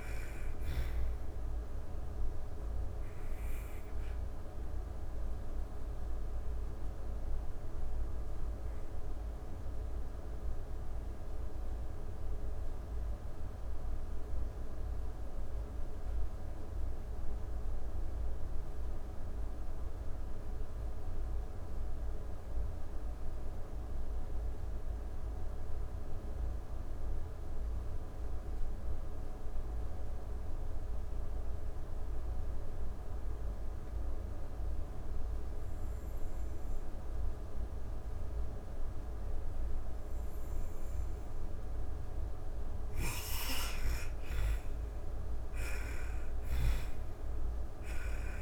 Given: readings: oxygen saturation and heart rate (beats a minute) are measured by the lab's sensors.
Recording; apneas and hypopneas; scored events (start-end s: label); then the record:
breathing in sleep, hard to hear, by a room microphone; 1
0.00-20.50 s: oxygen desaturation (device-marked, oxygen 81% lowest)
1.50-40.50 s: obstructive apnea (oxygen 98% before, 79% lowest)
32.50-48.42 s: oxygen desaturation (device-marked, oxygen 99% before, 79% lowest)
42.00-46.00 s: arousal
From the record:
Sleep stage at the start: N2 (light sleep); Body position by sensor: on the back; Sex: female